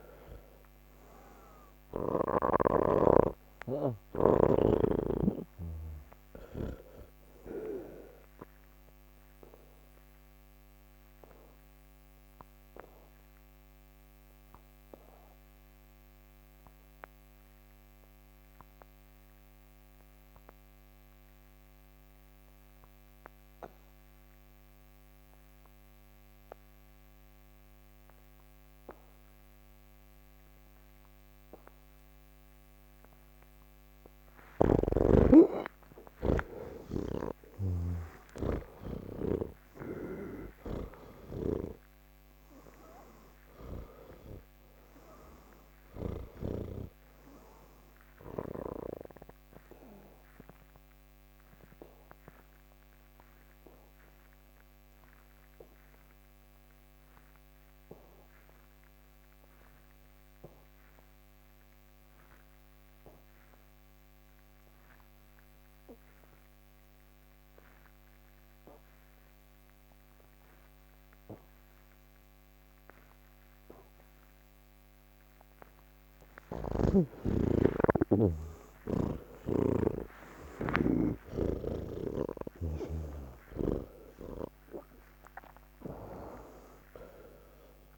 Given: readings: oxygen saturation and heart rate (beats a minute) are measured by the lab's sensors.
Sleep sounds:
breathing in sleep by a microphone on the trachea; 2
0.00-21.50 s: oxygen desaturation (device-marked, oxygen 82% lowest, heart rate 95 extreme)
7.50-34.50 s: obstructive apnea (oxygen 98% before, 81% lowest, heart rate 148 before, 101 extreme, up 25 after)
31.50-41.50 s: oxygen desaturation (device-marked, oxygen 98% before, 89% lowest, heart rate 135 before, 100 extreme)
37.00-46.50 s: snoring (device-marked)
43.50-64.50 s: oxygen desaturation (device-marked, oxygen 92% before, 81% lowest, heart rate 137 before, 100 extreme)
50.50-75.00 s: obstructive apnea (oxygen 98% before, 81% lowest, heart rate 131 before, 100 extreme, up 29 after)
72.50-83.50 s: oxygen desaturation (device-marked, oxygen 98% before, 89% lowest, heart rate 129 before, 36 extreme)
85.50-87.98 s: oxygen desaturation (device-marked, oxygen 92% before, 81% lowest, heart rate 131 before, 34 extreme)
From the record:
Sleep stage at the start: N3 (deep sleep); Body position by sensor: on the back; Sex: male

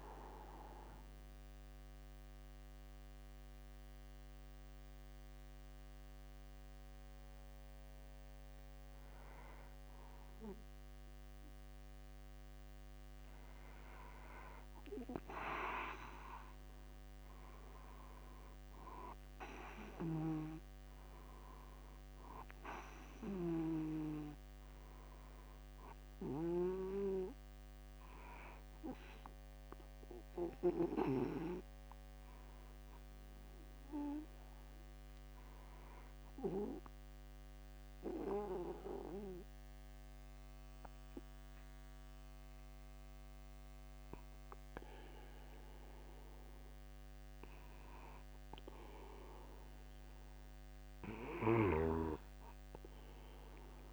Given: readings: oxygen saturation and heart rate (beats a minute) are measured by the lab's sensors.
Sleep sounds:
breathing in sleep by a microphone on the trachea; 1
9.00-53.93 s: new sleep stage, N2 (light sleep)
36.50-48.50 s: obstructive apnea (oxygen 97% before, 95% lowest, heart rate 52 before, 52 extreme, up 1 after)
From the record:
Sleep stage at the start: N1 (lightest sleep); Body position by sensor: upright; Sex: male

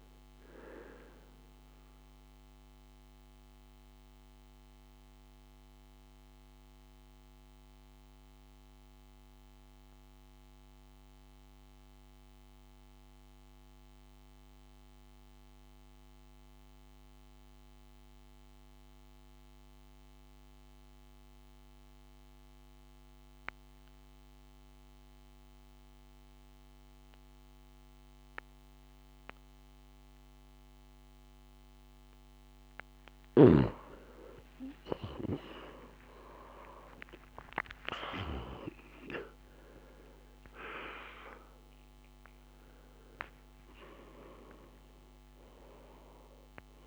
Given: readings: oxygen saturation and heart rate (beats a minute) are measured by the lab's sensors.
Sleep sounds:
breathing in sleep by a microphone on the trachea; 1
0.00-16.00 s: oxygen desaturation (device-marked, oxygen 91% lowest, heart rate 53 extreme)
0.50-31.00 s: obstructive apnea (oxygen 95% before, 87% lowest, heart rate 56 before, 53 extreme)
28.00-46.87 s: oxygen desaturation (device-marked, oxygen 96% before, 87% lowest, heart rate 55 before, 56 extreme)
34.00-41.00 s: arousal
From the record:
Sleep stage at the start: N2 (light sleep); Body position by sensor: on the right side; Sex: male

